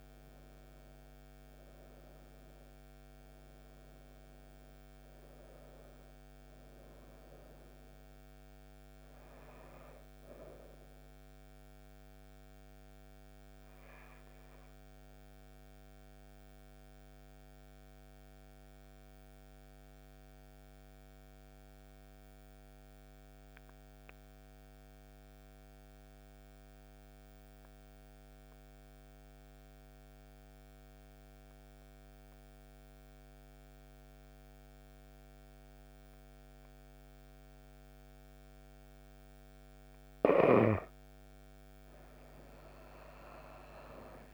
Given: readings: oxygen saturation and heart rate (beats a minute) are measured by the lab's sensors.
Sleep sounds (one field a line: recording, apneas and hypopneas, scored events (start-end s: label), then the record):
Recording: breathing in sleep, hard to hear, by a microphone on the trachea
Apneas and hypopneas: 1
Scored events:
0.00-14.50 s: oxygen desaturation (device-marked, oxygen 91% lowest)
14.50-39.00 s: mixed apnea (oxygen 97% before, 89% lowest)
31.50-44.34 s: oxygen desaturation (device-marked, oxygen 97% before, 89% lowest)
43.00-44.34 s: arousal
From the record:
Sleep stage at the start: N2 (light sleep)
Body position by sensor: on the right side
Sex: female